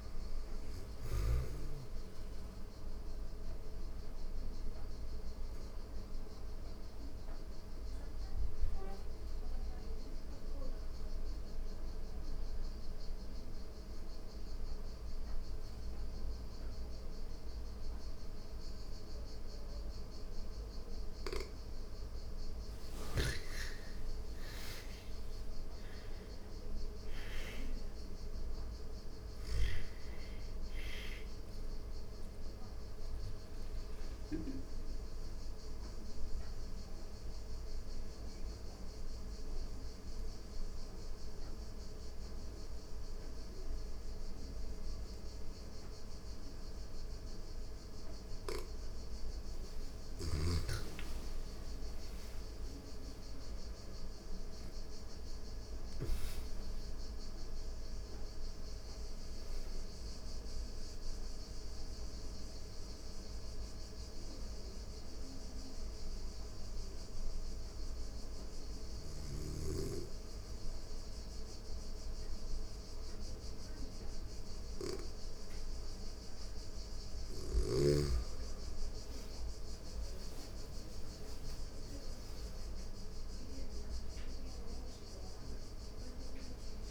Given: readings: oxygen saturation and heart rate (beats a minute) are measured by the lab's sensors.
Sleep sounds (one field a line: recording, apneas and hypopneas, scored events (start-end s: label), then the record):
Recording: breathing in sleep by a room microphone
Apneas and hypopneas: 3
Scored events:
0.00-12.50 s: oxygen desaturation (device-marked, oxygen 88% lowest, heart rate 84 extreme)
1.00-21.00 s: mixed apnea (oxygen 99% before, 85% lowest, heart rate 86 before, 84 extreme, up 7 after)
19.50-43.50 s: oxygen desaturation (device-marked, oxygen 99% before, 85% lowest, heart rate 86 before, 86 extreme)
23.00-27.00 s: arousal
32.00-48.50 s: obstructive apnea (oxygen 99% before, 85% lowest, heart rate 87 before, 86 extreme, up 7 after)
49.50-54.50 s: arousal
56.50-68.50 s: oxygen desaturation (device-marked, oxygen 99% before, 88% lowest, heart rate 88 before, 88 extreme)
64.50-76.00 s: obstructive apnea (oxygen 99% before, 88% lowest, heart rate 90 before, 87 extreme, up 5 after)
66.50-86.91 s: new sleep stage, REM sleep
77.50-83.00 s: arousal
81.50-86.91 s: oxygen desaturation (device-marked, oxygen 98% before, 91% lowest, heart rate 89 before, 87 extreme)
From the record:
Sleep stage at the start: N2 (light sleep)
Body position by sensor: on the back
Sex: female